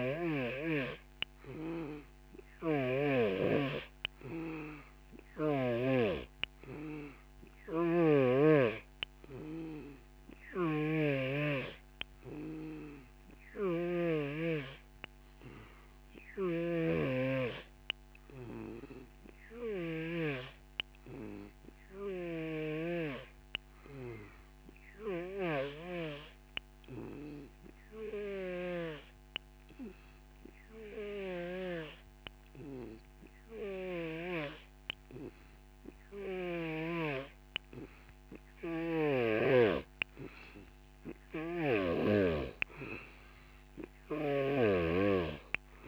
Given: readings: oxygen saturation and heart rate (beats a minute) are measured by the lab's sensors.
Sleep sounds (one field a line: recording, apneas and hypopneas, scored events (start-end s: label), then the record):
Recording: breathing in sleep by a microphone on the trachea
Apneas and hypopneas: none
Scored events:
0.00-3.00 s: snoring (device-marked)
7.50-20.00 s: snoring (device-marked)
22.00-29.00 s: snoring (device-marked)
41.00-45.88 s: snoring (device-marked)
44.50-45.88 s: oxygen desaturation (device-marked, oxygen 92% before, 88% lowest, heart rate 49 before, 53 extreme)
From the record:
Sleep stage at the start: N3 (deep sleep)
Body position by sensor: on the back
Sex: male